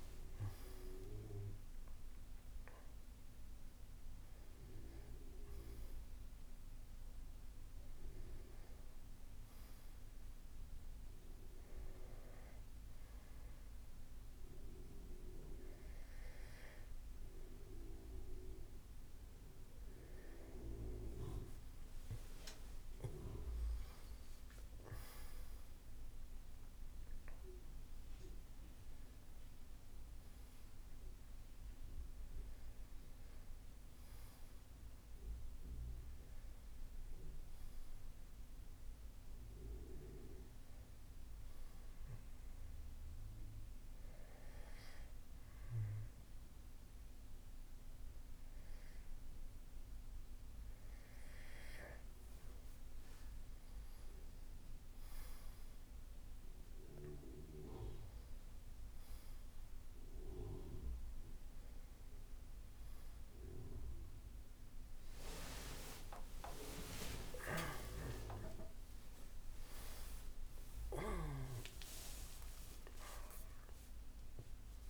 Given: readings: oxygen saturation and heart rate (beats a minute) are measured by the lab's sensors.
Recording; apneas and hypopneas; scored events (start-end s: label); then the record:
breathing in sleep by a room microphone; 1
24.00-28.50 s: arousal
41.00-52.00 s: hypopnea (oxygen 96% before, 94% lowest, heart rate 84 before, 69 extreme, up 19 after)
67.00-73.00 s: arousal
From the record:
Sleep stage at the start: N1 (lightest sleep); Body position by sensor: on the back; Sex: male